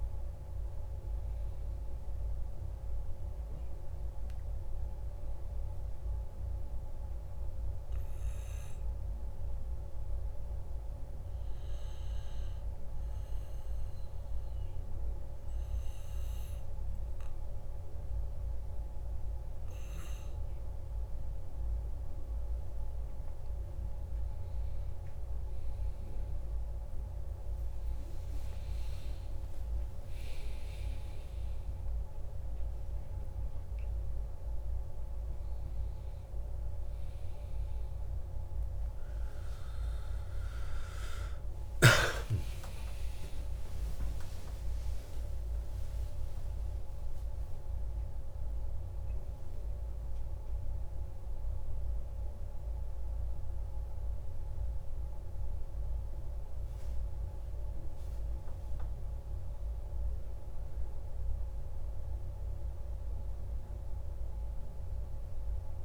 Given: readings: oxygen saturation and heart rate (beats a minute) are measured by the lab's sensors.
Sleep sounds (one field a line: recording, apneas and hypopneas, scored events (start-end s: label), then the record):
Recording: a person partly awake in a sleep study, hard to hear, by a room microphone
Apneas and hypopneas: 1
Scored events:
4.00-23.00 s: obstructive apnea (oxygen 97% before, 95% lowest, heart rate 53 before, 50 extreme, up 4 after)
20.50-50.50 s: new sleep stage, awake
50.50-65.85 s: new sleep stage, N1 (lightest sleep)
From the record:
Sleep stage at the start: N2 (light sleep)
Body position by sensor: on the back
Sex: male